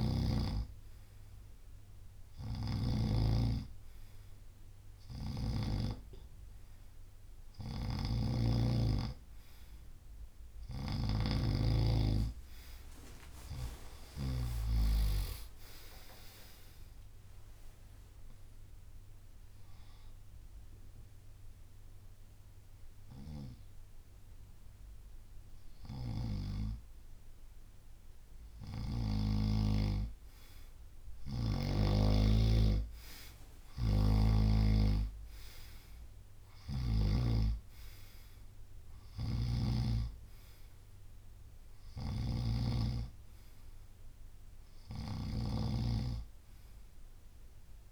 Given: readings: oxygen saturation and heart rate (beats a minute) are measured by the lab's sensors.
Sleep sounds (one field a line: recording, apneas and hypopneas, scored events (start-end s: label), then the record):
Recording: breathing in sleep by a room microphone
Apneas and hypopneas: 1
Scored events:
0.00-3.00 s: snoring (device-marked)
0.00-4.50 s: drop in pulse transit time (device-marked, heart rate 73 extreme)
7.50-14.50 s: snoring (device-marked)
13.50-15.50 s: long interval between heartbeats (device-marked, heart rate 73 before, 80 extreme)
14.50-18.00 s: arousal
15.50-26.50 s: drop in pulse transit time (device-marked, heart rate 74 before, 64 extreme)
20.50-30.50 s: hypopnea (oxygen 94% before, 92% lowest, heart rate 76 before, 61 extreme, up 10 after)
33.50-37.00 s: snoring (device-marked)
34.00-38.00 s: arousal
39.00-47.91 s: snoring (device-marked)
From the record:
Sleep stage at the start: N2 (light sleep)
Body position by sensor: on the right side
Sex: male